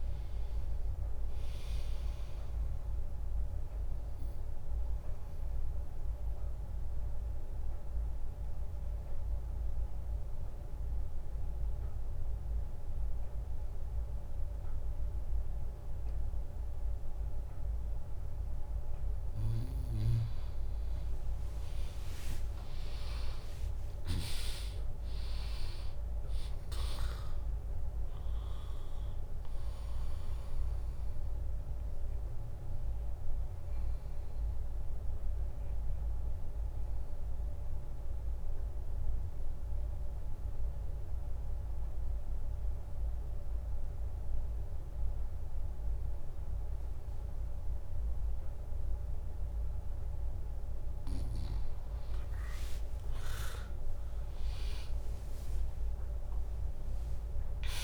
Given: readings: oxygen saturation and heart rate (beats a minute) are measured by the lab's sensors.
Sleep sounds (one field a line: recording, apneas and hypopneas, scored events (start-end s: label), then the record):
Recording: breathing in sleep, hard to hear, by a room microphone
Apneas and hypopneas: 2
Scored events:
0.00-8.00 s: drop in pulse transit time (device-marked, heart rate 66 extreme)
4.50-19.50 s: obstructive apnea (oxygen 100% before, 97% lowest, heart rate 70 before, 62 extreme, up 9 after)
22.00-26.50 s: arousal
23.00-33.00 s: drop in pulse transit time (device-marked, heart rate 75 before, 62 extreme)
32.00-50.00 s: obstructive apnea (oxygen 100% before, 96% lowest, heart rate 71 before, 64 extreme, up 4 after)
50.00-57.84 s: drop in pulse transit time (device-marked, heart rate 65 before, 64 extreme)
52.50-57.00 s: arousal
From the record:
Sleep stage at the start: N2 (light sleep)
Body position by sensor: on the back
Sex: female